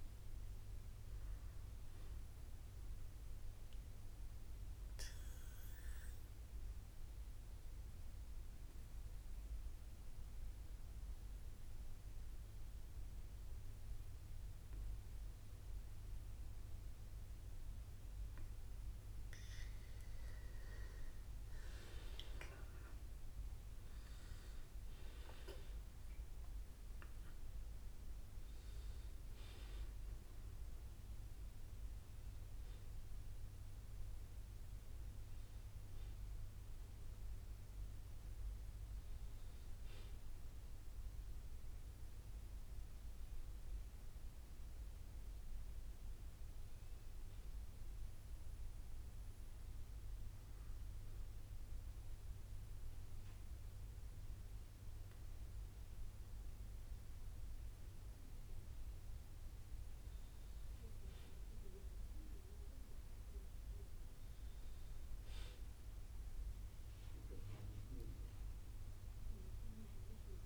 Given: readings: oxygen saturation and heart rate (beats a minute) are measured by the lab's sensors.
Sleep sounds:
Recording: breathing in sleep by a room microphone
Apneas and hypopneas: 2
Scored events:
0.50-8.50 s: bradycardia (device-marked, heart rate 62 before, 58 extreme)
3.00-19.00 s: obstructive apnea (oxygen 96% before, 94% lowest, heart rate 61 before, 58 extreme, up 4 after)
22.00-25.00 s: arousal
44.00-48.00 s: arousal
49.50-59.50 s: obstructive apnea (oxygen 97% before, 94% lowest, heart rate 62 before, 58 extreme, up 1 after)
62.00-66.50 s: arousal
63.50-69.50 s: bradycardia (device-marked, heart rate 62 before, 58 extreme)
From the record:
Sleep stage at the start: N2 (light sleep)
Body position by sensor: on the back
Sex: male

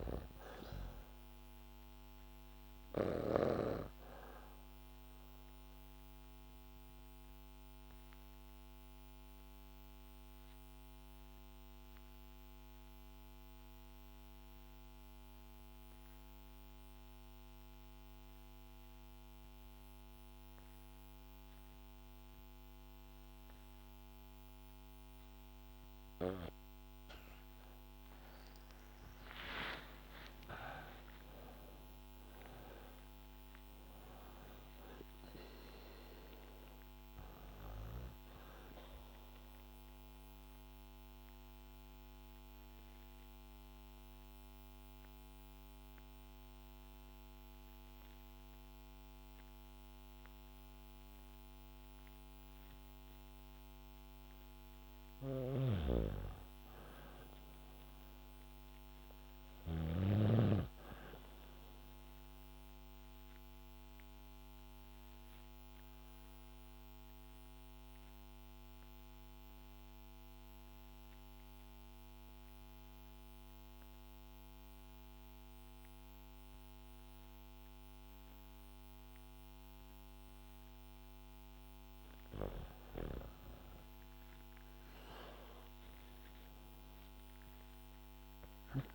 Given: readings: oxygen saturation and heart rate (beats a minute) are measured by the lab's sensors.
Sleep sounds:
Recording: breathing in sleep by a microphone on the trachea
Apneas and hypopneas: 3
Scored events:
0.00-3.00 s: snoring (device-marked)
4.00-28.50 s: obstructive apnea (oxygen 97% before, 88% lowest, heart rate 71 before, 66 extreme, up 12 after)
23.00-51.00 s: oxygen desaturation (device-marked, oxygen 97% before, 88% lowest, heart rate 70 before, 66 extreme)
29.00-33.50 s: arousal
39.00-55.00 s: mixed apnea (oxygen 97% before, 88% lowest, heart rate 75 before, 66 extreme, up 3 after)
55.00-59.50 s: snoring (device-marked)
57.00-60.00 s: arousal
61.50-81.00 s: obstructive apnea (oxygen 100% before, 90% lowest, heart rate 69 before, 69 extreme, up 7 after)
79.00-88.95 s: oxygen desaturation (device-marked, oxygen 98% before, 91% lowest, heart rate 71 before, 68 extreme)
84.50-88.00 s: arousal
From the record:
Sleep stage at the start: N2 (light sleep)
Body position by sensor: on the back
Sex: female

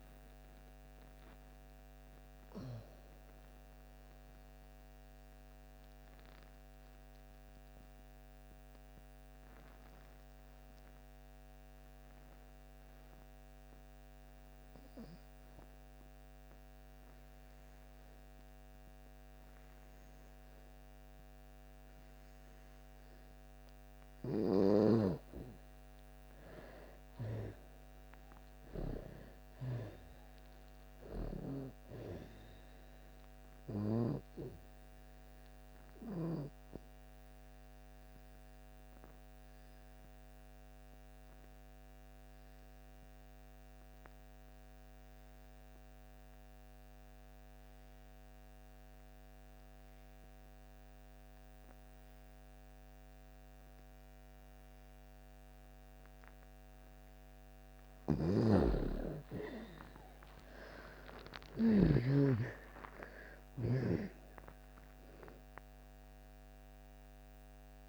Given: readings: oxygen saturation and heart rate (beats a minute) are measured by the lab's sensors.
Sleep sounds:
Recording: breathing in sleep by a microphone on the trachea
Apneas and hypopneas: 2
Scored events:
0.00-16.00 s: oxygen desaturation (device-marked, oxygen 80% lowest)
3.50-23.00 s: obstructive apnea (oxygen 98% before, 80% lowest)
18.00-43.00 s: oxygen desaturation (device-marked, oxygen 98% before, 87% lowest)
25.00-29.00 s: arousal
35.50-57.50 s: mixed apnea (oxygen 98% before, 80% lowest)
53.00-67.89 s: oxygen desaturation (device-marked, oxygen 97% before, 80% lowest)
57.50-61.50 s: snoring (device-marked)
60.00-63.50 s: arousal
From the record:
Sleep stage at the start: N2 (light sleep)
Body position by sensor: on the back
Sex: female

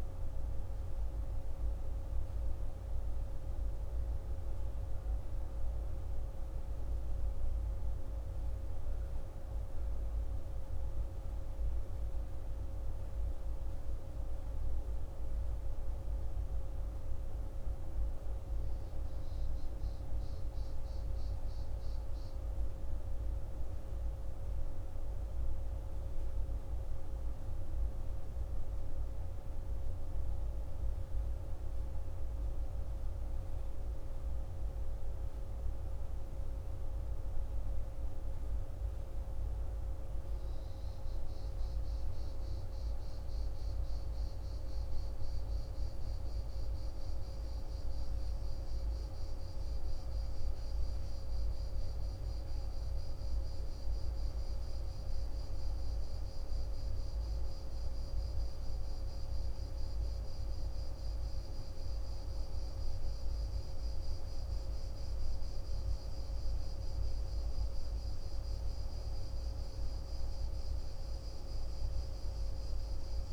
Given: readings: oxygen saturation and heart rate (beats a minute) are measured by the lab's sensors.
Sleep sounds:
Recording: breathing in sleep, hard to hear, by a room microphone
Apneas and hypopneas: none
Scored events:
none scored
From the record:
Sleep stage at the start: N1 (lightest sleep)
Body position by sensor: on the back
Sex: male

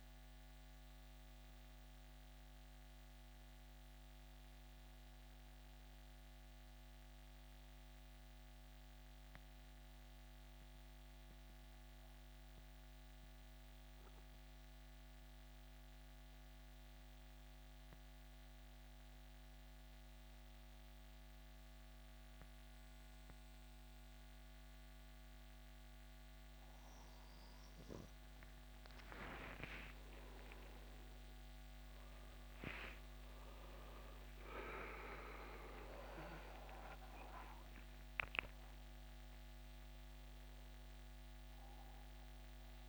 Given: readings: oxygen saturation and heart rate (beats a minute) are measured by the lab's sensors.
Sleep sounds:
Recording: breathing in sleep by a microphone on the trachea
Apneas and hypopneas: 1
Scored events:
0.00-7.00 s: oxygen desaturation (device-marked, oxygen 83% lowest, heart rate 66 extreme)
10.50-28.00 s: mixed apnea (oxygen 97% before, 87% lowest, heart rate 74 before, 66 extreme, up 15 after)
29.00-42.88 s: oxygen desaturation (device-marked, oxygen 96% before, 87% lowest, heart rate 68 before, 64 extreme)
30.00-35.00 s: arousal
From the record:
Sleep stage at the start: N2 (light sleep)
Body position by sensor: on the back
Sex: male

